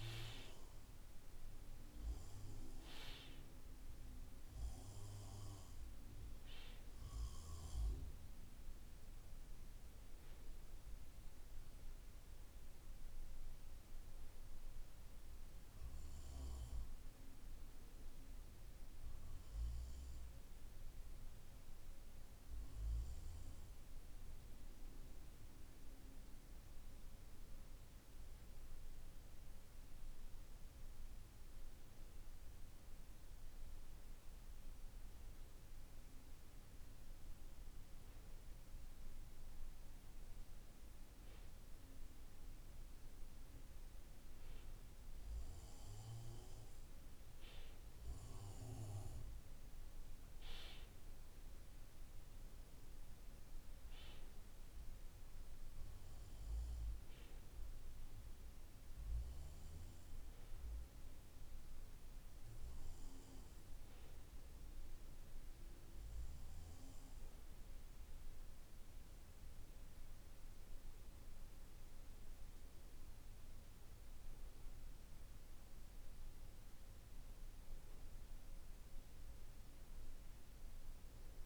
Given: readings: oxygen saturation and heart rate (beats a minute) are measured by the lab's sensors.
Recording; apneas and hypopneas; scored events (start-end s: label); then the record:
breathing in sleep by a room microphone; 1
17.00-38.50 s: hypopnea (oxygen 93% before, 92% lowest, heart rate 51 before, 48 extreme, up 2 after)
42.50-47.00 s: arousal
From the record:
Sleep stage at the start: REM sleep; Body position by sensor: on the back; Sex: male